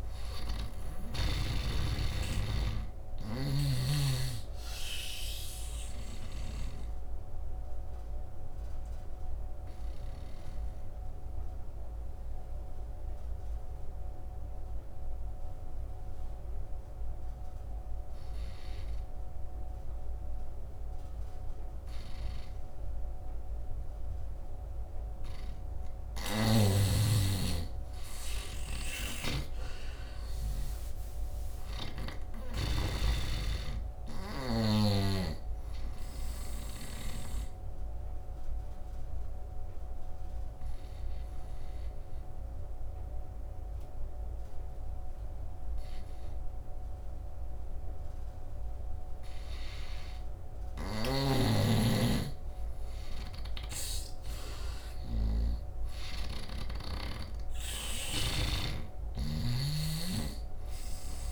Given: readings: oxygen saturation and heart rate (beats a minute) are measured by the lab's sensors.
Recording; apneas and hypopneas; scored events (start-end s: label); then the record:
breathing in sleep by a room microphone; 2
0.00-6.50 s: snoring (device-marked)
0.00-22.50 s: oxygen desaturation (device-marked, oxygen 83% lowest, heart rate 71 extreme)
6.50-25.00 s: obstructive apnea (oxygen 99% before, 83% lowest, heart rate 77 before, 71 extreme, up 9 after)
24.50-54.50 s: oxygen desaturation (device-marked, oxygen 100% before, 83% lowest, heart rate 76 before, 70 extreme)
27.00-30.00 s: arousal
31.00-34.50 s: snoring (device-marked)
37.00-49.50 s: obstructive apnea (oxygen 100% before, 82% lowest, heart rate 76 before, 70 extreme, up 11 after)
50.50-61.31 s: snoring (device-marked)
54.00-57.50 s: arousal
From the record:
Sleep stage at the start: N2 (light sleep); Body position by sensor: on the right side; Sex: male